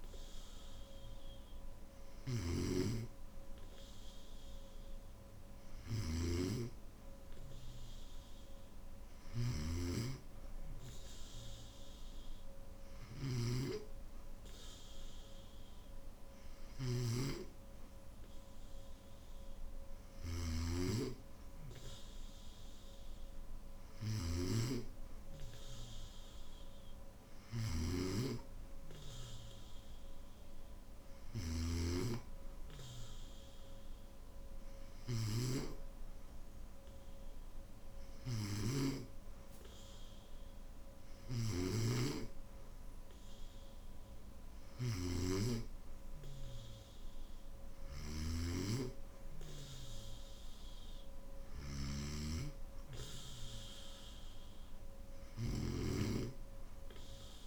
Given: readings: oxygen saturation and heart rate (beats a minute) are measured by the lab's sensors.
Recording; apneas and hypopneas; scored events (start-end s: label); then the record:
breathing in sleep by a room microphone; none
2.00-20.50 s: snoring (device-marked)
27.00-31.50 s: snoring (device-marked)
38.00-57.47 s: snoring (device-marked)
From the record:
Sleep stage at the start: N1 (lightest sleep); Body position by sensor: on the back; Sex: male